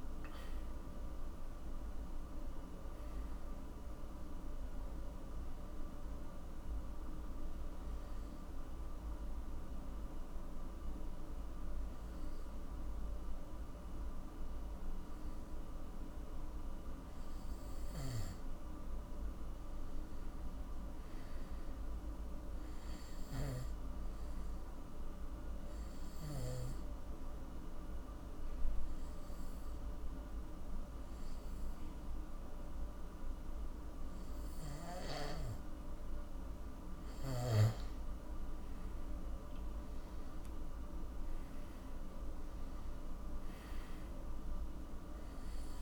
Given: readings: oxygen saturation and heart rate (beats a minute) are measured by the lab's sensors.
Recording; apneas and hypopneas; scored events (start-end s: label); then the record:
breathing in sleep, hard to hear, by a room microphone; 2
1.00-19.00 s: oxygen desaturation (device-marked, oxygen 97% before, 91% lowest, heart rate 61 before, 48 extreme)
7.50-19.00 s: obstructive apnea (oxygen 97% before, 90% lowest, heart rate 65 before, 49 extreme, up 17 after)
20.50-23.50 s: arousal
26.50-36.50 s: obstructive apnea (oxygen 98% before, 89% lowest, heart rate 56 before, 52 extreme, up 21 after)
29.00-41.00 s: oxygen desaturation (device-marked, oxygen 98% before, 92% lowest, heart rate 55 before, 52 extreme)
39.00-43.00 s: arousal
43.00-45.82 s: oxygen desaturation (device-marked, oxygen 96% before, 90% lowest, heart rate 57 before, 46 extreme)
From the record:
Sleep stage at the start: N2 (light sleep); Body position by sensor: on the back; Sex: male